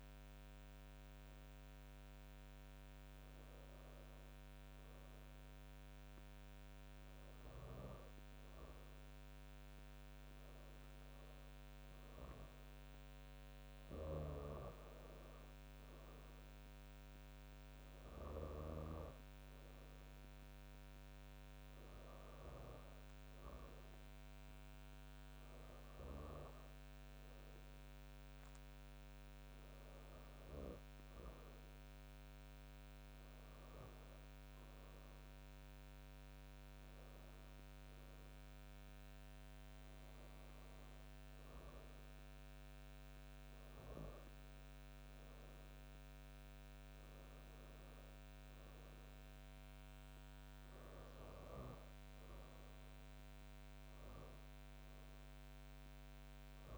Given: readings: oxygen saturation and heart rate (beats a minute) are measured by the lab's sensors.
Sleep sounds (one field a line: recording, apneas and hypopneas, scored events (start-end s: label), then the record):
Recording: breathing in sleep, hard to hear, by a microphone on the trachea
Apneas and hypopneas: none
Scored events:
none scored
From the record:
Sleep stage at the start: N2 (light sleep)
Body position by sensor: on the back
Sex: female